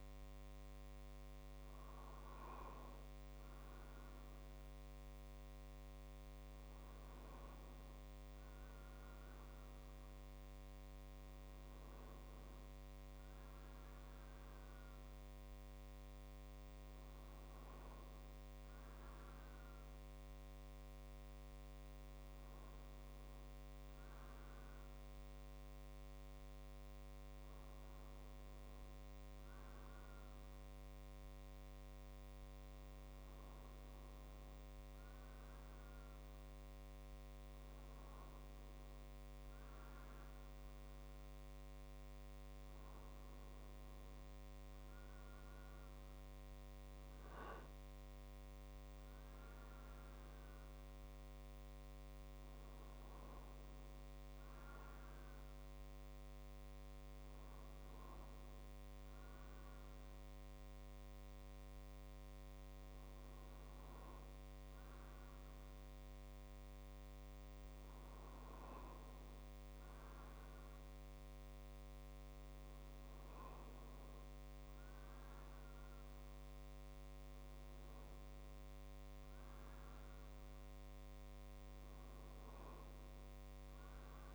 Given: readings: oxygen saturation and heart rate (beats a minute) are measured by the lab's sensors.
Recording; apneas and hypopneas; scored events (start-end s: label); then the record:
breathing in sleep, hard to hear, by a microphone on the trachea; none
19.00-84.35 s: new sleep stage, N2 (light sleep)
40.00-59.00 s: drop in pulse transit time (device-marked, heart rate 50 before, 50 extreme)
75.00-84.35 s: drop in pulse transit time (device-marked, heart rate 51 before, 51 extreme)
From the record:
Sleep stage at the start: N1 (lightest sleep); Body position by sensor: on the right side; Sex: male